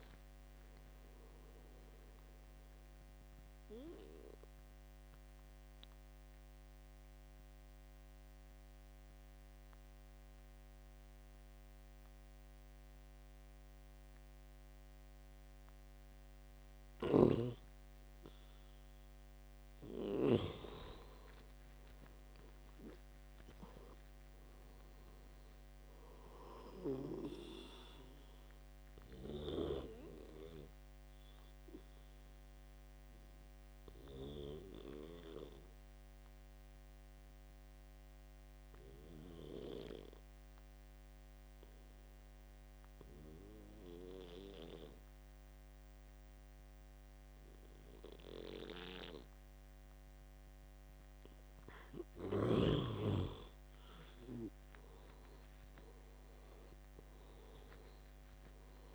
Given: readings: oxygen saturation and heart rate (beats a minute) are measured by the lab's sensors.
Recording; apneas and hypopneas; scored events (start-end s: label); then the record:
breathing in sleep by a microphone on the trachea; 2
0.00-4.50 s: oxygen desaturation (device-marked, oxygen 91% lowest, heart rate 64 extreme)
3.50-17.00 s: obstructive apnea (oxygen 98% before, 85% lowest, heart rate 76 before, 64 extreme, up 12 after)
6.50-19.50 s: oxygen desaturation (device-marked, oxygen 93% before, 87% lowest, heart rate 77 before, 64 extreme)
19.50-23.50 s: arousal
29.00-51.50 s: obstructive apnea (oxygen 98% before, 85% lowest, heart rate 70 before, 71 extreme, up 5 after)
35.50-45.50 s: oxygen desaturation (device-marked, oxygen 96% before, 92% lowest, heart rate 72 before, 73 extreme)
54.00-58.50 s: arousal
56.50-58.95 s: oxygen desaturation (device-marked, oxygen 97% before, 85% lowest, heart rate 74 before, 63 extreme)
From the record:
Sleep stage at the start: N2 (light sleep); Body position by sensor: on the back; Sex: male